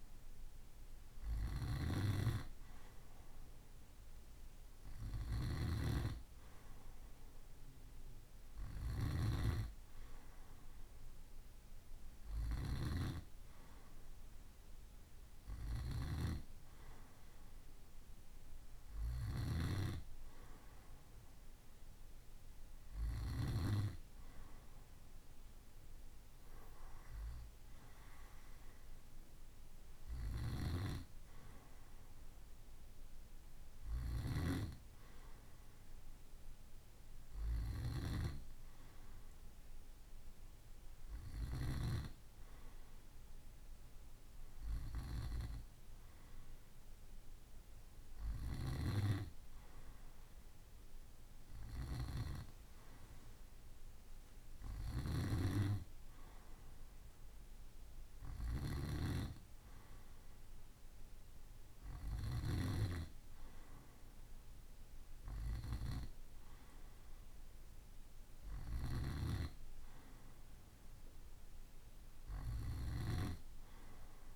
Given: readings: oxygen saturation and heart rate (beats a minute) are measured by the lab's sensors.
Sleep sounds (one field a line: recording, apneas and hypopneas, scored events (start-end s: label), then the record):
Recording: breathing in sleep by a room microphone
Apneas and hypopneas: none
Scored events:
0.00-12.00 s: snoring (device-marked)
29.50-33.50 s: snoring (device-marked)
From the record:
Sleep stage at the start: N2 (light sleep)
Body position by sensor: on the right side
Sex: male